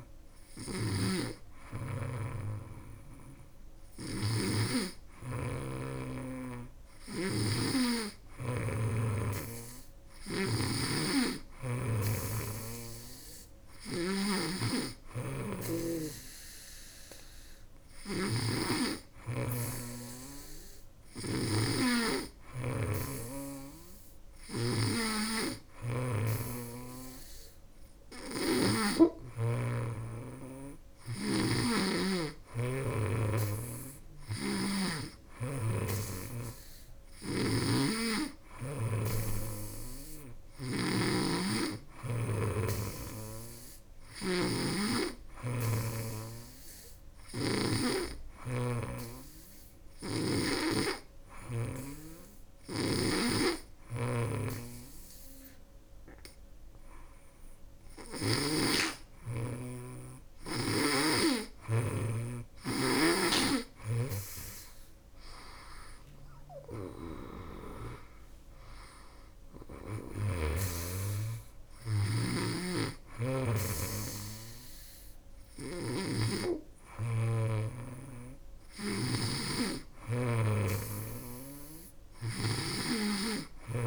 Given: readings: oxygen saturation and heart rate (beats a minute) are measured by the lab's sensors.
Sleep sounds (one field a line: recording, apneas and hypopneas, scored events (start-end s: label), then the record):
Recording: breathing in sleep by a room microphone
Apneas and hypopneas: 1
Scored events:
3.50-31.00 s: snoring (device-marked)
40.50-50.00 s: snoring (device-marked)
44.50-57.50 s: hypopnea (oxygen 98% before, 95% lowest, heart rate 79 before, 76 extreme, up 1 after)
52.00-58.00 s: snoring (device-marked)
59.00-62.00 s: arousal
72.00-82.00 s: snoring (device-marked)
From the record:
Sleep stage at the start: N2 (light sleep)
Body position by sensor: on the back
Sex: female